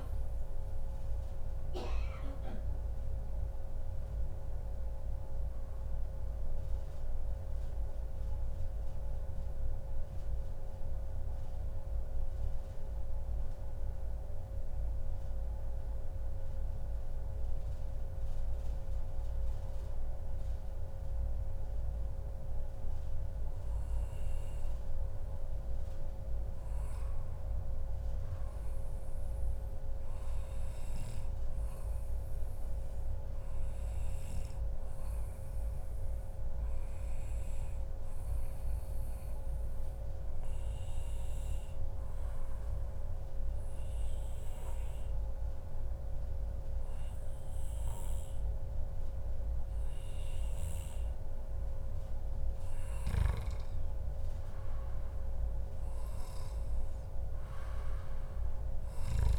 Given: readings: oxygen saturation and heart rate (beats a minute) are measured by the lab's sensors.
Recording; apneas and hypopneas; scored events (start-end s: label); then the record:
breathing in sleep, hard to hear, by a room microphone; 2
2.50-25.50 s: obstructive apnea (oxygen 98% before, 94% lowest, heart rate 136 before, 103 extreme)
27.50-31.50 s: arousal
35.00-50.00 s: obstructive apnea (oxygen 98% before, 94% lowest, heart rate 139 before, 105 extreme, up 1 after)
52.50-56.50 s: arousal
From the record:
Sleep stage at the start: N2 (light sleep); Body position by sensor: on the back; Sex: male